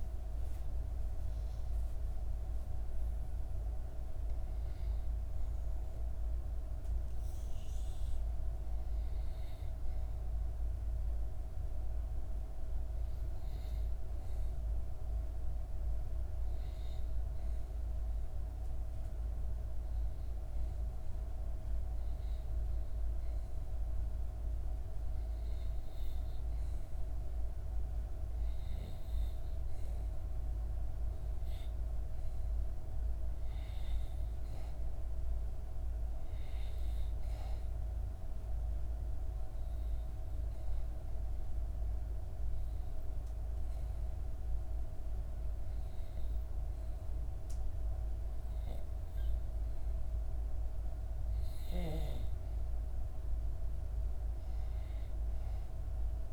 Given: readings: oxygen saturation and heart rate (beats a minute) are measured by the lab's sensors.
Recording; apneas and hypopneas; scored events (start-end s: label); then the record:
breathing in sleep, hard to hear, by a room microphone; 2
15.50-27.50 s: obstructive apnea (oxygen 97% before, 92% lowest, heart rate 64 before, 62 extreme, up 0 after)
28.50-32.00 s: arousal
31.00-55.00 s: oxygen desaturation (device-marked, oxygen 95% before, 92% lowest, heart rate 63 before, 62 extreme)
41.00-51.00 s: obstructive apnea (oxygen 96% before, 92% lowest, heart rate 63 before, 62 extreme, up 2 after)
52.50-56.33 s: arousal
From the record:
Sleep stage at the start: REM sleep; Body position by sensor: on the back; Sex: female